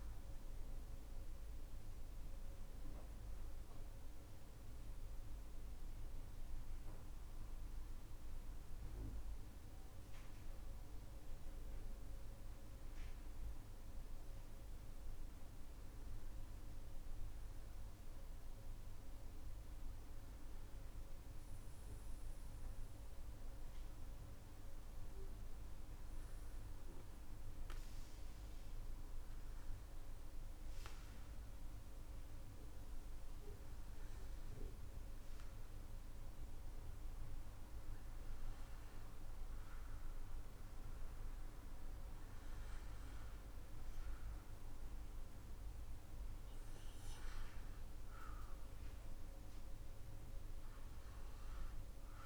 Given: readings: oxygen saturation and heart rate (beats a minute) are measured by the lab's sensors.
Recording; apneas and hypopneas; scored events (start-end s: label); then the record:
a person awake in a sleep study, hard to hear, by a room microphone; none
none scored
From the record:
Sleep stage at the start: awake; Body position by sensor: on the back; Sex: male